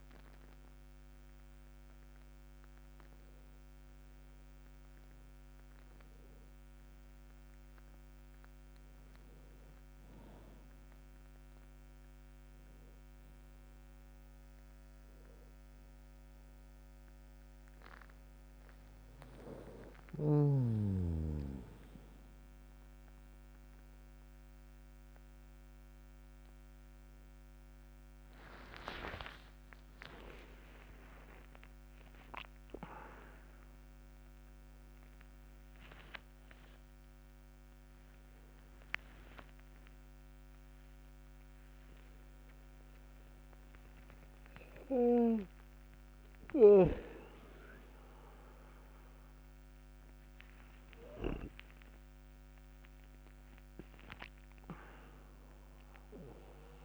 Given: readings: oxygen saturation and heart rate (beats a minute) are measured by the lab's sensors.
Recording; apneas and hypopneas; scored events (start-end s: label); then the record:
a person awake in a sleep study, by a microphone on the trachea; none
none scored
From the record:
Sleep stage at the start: awake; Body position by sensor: on the back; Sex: male